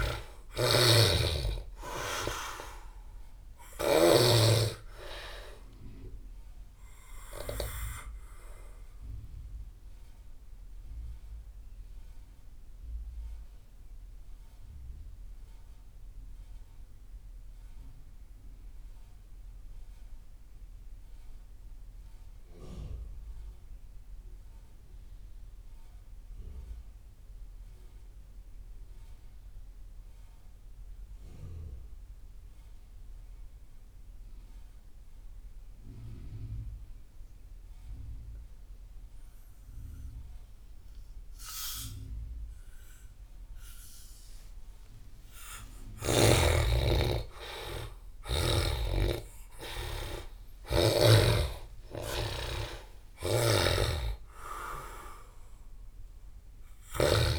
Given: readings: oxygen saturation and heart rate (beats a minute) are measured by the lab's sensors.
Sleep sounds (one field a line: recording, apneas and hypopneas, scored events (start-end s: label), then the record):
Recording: breathing in sleep by a room microphone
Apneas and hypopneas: 1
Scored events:
0.00-3.50 s: snoring (device-marked)
0.00-22.00 s: oxygen desaturation (device-marked, oxygen 75% lowest)
8.00-45.00 s: mixed apnea (oxygen 98% before, 73% lowest)
37.00-57.39 s: oxygen desaturation (device-marked, oxygen 98% before, 73% lowest)
45.50-50.50 s: arousal
53.00-56.50 s: snoring (device-marked)
From the record:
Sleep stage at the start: N2 (light sleep)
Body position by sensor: on the back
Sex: male